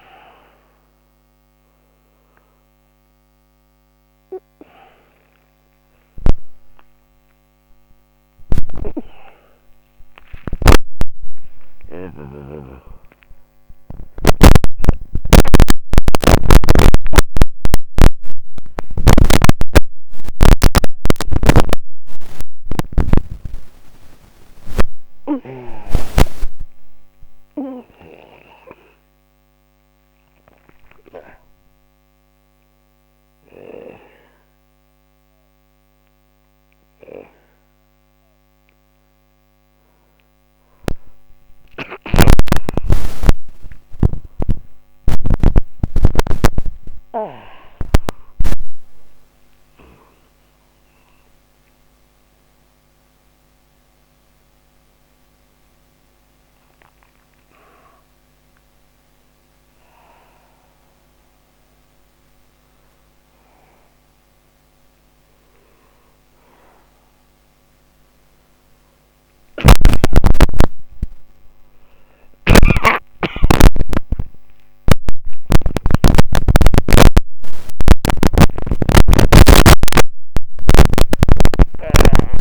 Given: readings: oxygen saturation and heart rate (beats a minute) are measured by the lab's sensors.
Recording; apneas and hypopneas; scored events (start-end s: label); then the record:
a person awake in a sleep study, by a microphone on the trachea; none
0.00-13.00 s: oxygen desaturation (device-marked, oxygen 92% lowest)
11.00-82.41 s: new sleep stage, awake
73.00-82.41 s: oxygen desaturation (device-marked, oxygen 97% before, 93% lowest)
79.00-82.41 s: snoring (device-marked)
From the record:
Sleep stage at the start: N1 (lightest sleep); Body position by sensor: on the back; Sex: male